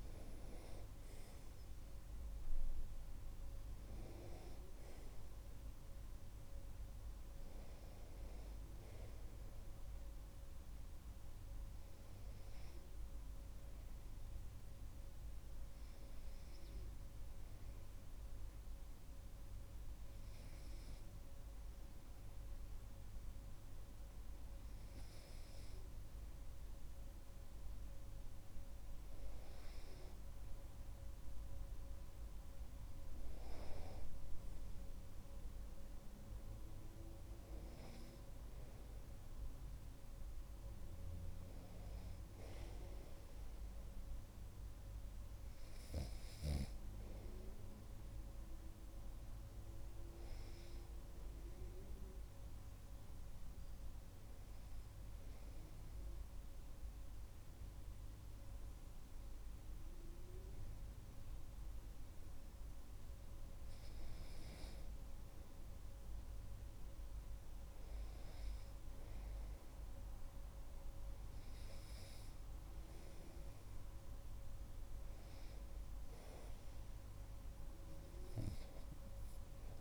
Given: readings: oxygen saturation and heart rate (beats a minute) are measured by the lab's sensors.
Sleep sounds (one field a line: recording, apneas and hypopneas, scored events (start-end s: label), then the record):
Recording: breathing in sleep, hard to hear, by a room microphone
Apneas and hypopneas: 2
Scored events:
14.50-29.50 s: hypopnea (oxygen 98% before, 97% lowest)
31.00-35.00 s: arousal
31.00-79.81 s: new sleep stage, N2 (light sleep)
55.00-65.50 s: obstructive apnea (oxygen 99% before, 96% lowest)
68.50-72.50 s: arousal
From the record:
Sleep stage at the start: REM sleep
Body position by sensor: on the right side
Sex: male